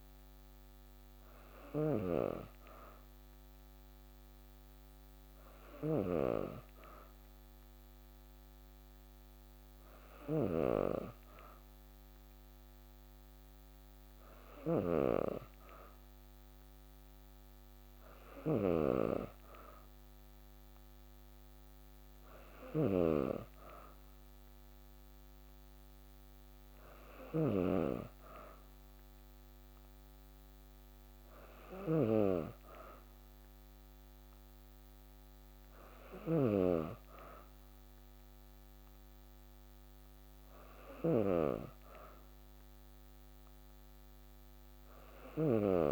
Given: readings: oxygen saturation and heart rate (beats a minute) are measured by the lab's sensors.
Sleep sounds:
breathing in sleep by a microphone on the trachea; none
0.00-36.00 s: snoring (device-marked)
44.50-45.92 s: snoring (device-marked)
From the record:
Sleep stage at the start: N2 (light sleep); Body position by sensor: on the back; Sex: female

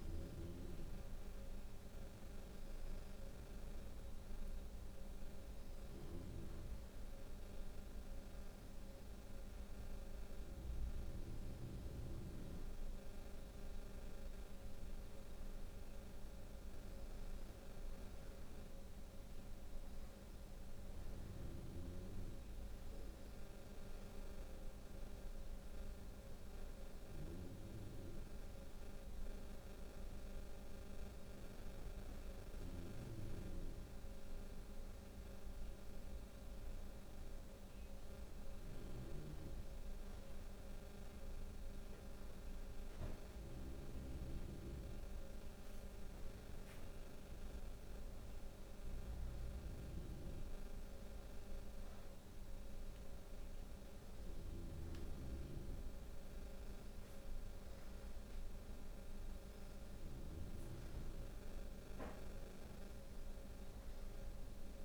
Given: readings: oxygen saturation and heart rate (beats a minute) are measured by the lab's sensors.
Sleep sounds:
breathing in sleep, hard to hear, by a room microphone; 1
22.00-26.00 s: arousal
30.00-43.50 s: hypopnea (oxygen 92% before, 89% lowest, heart rate 72 before, 68 extreme, up 0 after)
45.00-49.00 s: arousal
From the record:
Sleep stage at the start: N2 (light sleep); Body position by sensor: on the back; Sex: female

